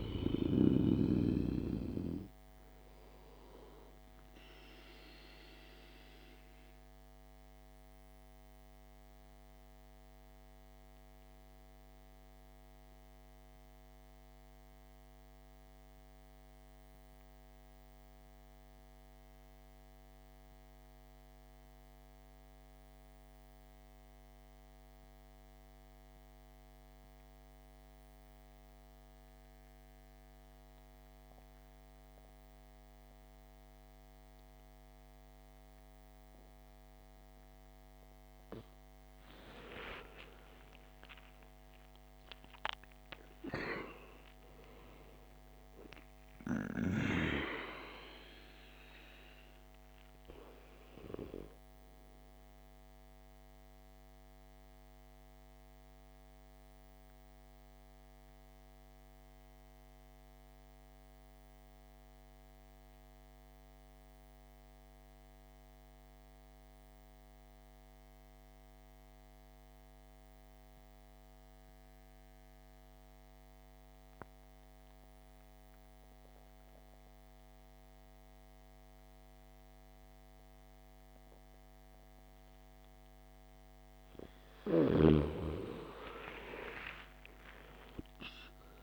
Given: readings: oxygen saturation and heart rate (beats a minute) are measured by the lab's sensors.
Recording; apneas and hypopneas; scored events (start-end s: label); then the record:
breathing in sleep by a microphone on the trachea; 2
0.00-28.00 s: oxygen desaturation (device-marked, oxygen 82% lowest, heart rate 52 extreme)
6.50-37.00 s: mixed apnea (oxygen 99% before, 81% lowest, heart rate 64 before, 51 extreme, up 16 after)
35.00-53.00 s: oxygen desaturation (device-marked, oxygen 99% before, 90% lowest, heart rate 54 before, 51 extreme)
39.50-43.00 s: arousal
53.50-84.00 s: mixed apnea (oxygen 99% before, 77% lowest, heart rate 63 before, 51 extreme, up 15 after)
55.00-71.00 s: oxygen desaturation (device-marked, oxygen 93% before, 81% lowest, heart rate 63 before, 51 extreme)
85.00-88.83 s: oxygen desaturation (device-marked, oxygen 99% before, 77% lowest, heart rate 55 before, 52 extreme)
86.00-88.83 s: arousal
From the record:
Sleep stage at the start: N2 (light sleep); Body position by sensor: on the back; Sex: male